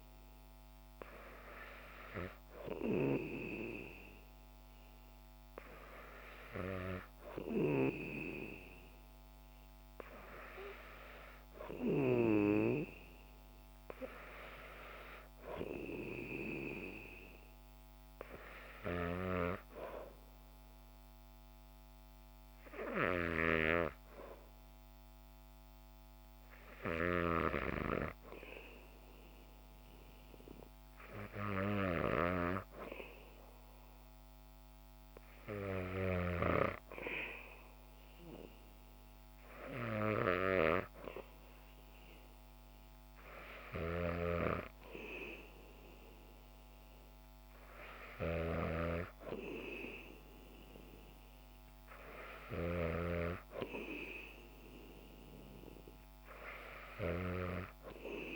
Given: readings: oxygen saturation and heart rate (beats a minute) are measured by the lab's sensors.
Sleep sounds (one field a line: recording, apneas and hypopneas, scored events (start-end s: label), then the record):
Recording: breathing in sleep by a microphone on the trachea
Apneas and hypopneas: none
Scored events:
48.50-53.00 s: snoring (device-marked)
From the record:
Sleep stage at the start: N2 (light sleep)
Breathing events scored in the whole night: 200 in 7.3 hours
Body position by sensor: on the back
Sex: female